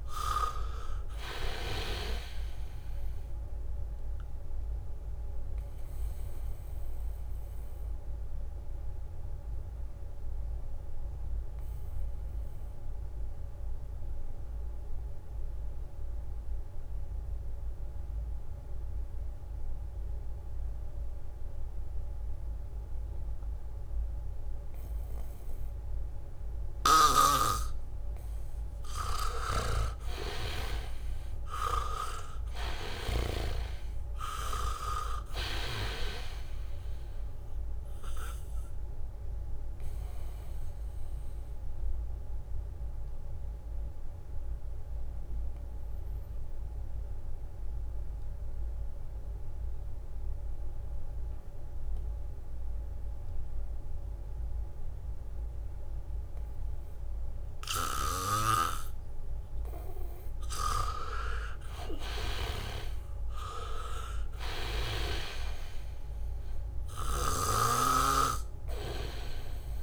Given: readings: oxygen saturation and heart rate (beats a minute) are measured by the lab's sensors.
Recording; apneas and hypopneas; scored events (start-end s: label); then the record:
breathing in sleep by a room microphone; 2
0.00-1.50 s: arousal
0.00-2.50 s: snoring (device-marked)
0.00-19.50 s: oxygen desaturation (device-marked, oxygen 83% lowest, heart rate 66 extreme)
4.50-28.00 s: obstructive apnea (oxygen 99% before, 81% lowest, heart rate 74 before, 66 extreme, up 5 after)
27.00-34.00 s: snoring (device-marked)
29.50-53.50 s: oxygen desaturation (device-marked, oxygen 99% before, 81% lowest, heart rate 74 before, 71 extreme)
30.00-32.50 s: arousal
38.00-41.50 s: leg movement (device-marked)
40.50-60.50 s: obstructive apnea (oxygen 99% before, 81% lowest, heart rate 72 before, 71 extreme, up 0 after)
62.50-65.50 s: arousal
63.00-67.00 s: leg movement (device-marked)
63.50-69.83 s: oxygen desaturation (device-marked, oxygen 99% before, 84% lowest, heart rate 75 before, 71 extreme)
From the record:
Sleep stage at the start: N2 (light sleep); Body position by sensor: on the back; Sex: male